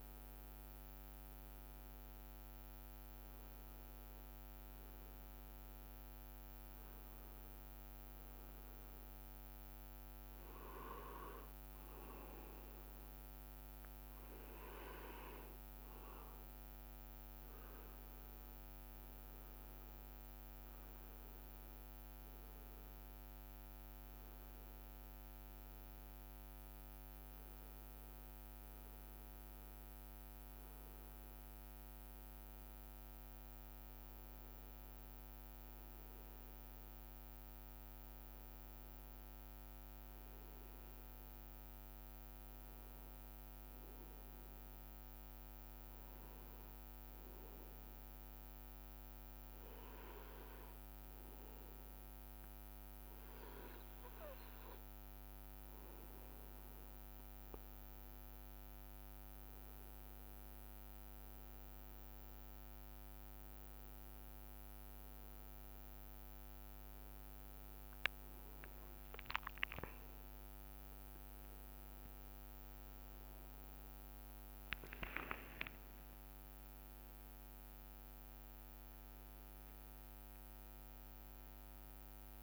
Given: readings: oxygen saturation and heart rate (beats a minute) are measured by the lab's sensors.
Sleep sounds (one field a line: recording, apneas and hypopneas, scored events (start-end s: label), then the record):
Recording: breathing in sleep by a microphone on the trachea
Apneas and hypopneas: none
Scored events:
78.00-82.43 s: new sleep stage, awake
From the record:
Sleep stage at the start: N2 (light sleep)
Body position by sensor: on the right side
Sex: male